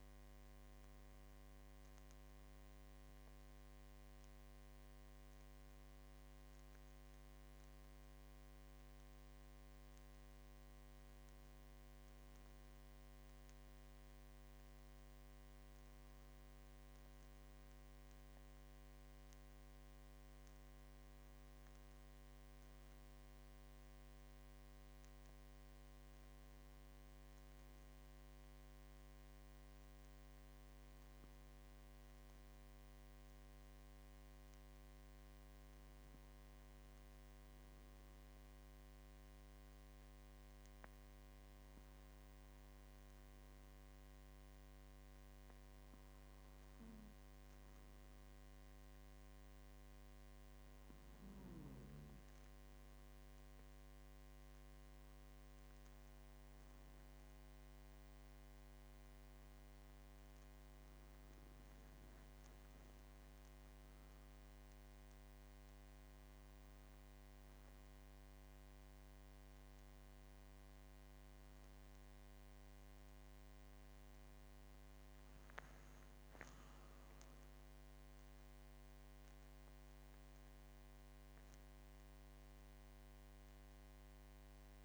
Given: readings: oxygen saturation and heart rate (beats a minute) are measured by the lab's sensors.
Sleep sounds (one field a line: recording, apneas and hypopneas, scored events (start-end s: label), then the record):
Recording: breathing in sleep, hard to hear, by a microphone on the trachea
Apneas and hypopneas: none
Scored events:
75.50-79.50 s: arousal
From the record:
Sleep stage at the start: N2 (light sleep)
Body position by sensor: on the left side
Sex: male